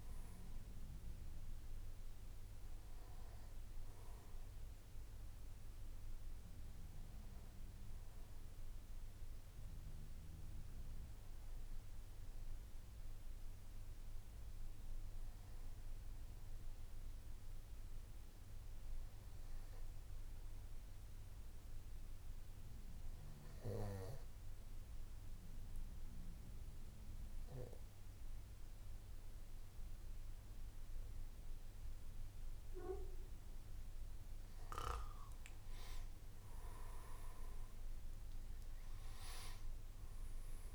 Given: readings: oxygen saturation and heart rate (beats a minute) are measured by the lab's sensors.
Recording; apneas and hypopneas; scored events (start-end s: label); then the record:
breathing in sleep by a room microphone; 1
17.00-35.00 s: obstructive apnea (oxygen 98% before, 89% lowest, heart rate 56 before, 54 extreme, up 8 after)
From the record:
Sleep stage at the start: N2 (light sleep); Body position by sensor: on the back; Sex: male